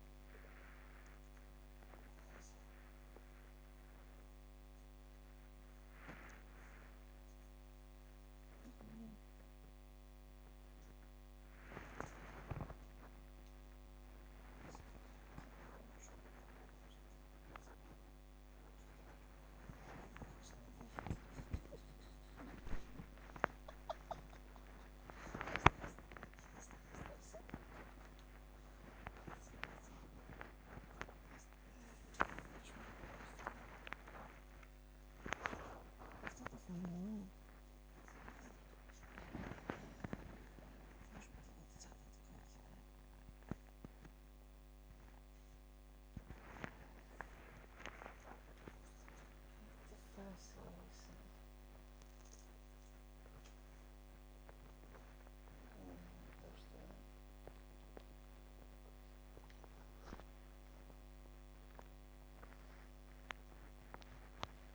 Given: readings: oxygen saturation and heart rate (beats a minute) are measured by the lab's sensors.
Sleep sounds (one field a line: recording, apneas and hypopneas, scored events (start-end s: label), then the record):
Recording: a person awake in a sleep study, by a microphone on the trachea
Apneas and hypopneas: none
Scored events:
none scored
From the record:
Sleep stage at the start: awake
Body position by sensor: upright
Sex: female